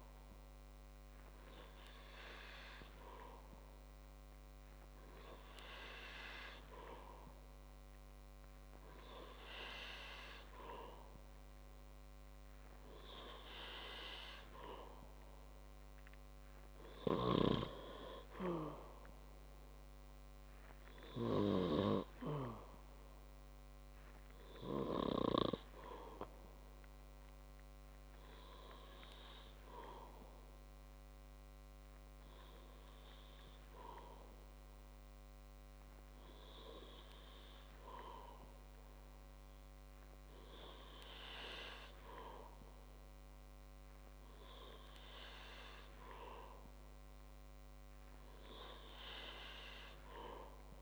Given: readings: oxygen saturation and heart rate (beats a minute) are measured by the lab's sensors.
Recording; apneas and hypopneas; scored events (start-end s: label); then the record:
breathing in sleep by a microphone on the trachea; none
none scored
From the record:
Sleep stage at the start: N2 (light sleep); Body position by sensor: on the back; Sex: male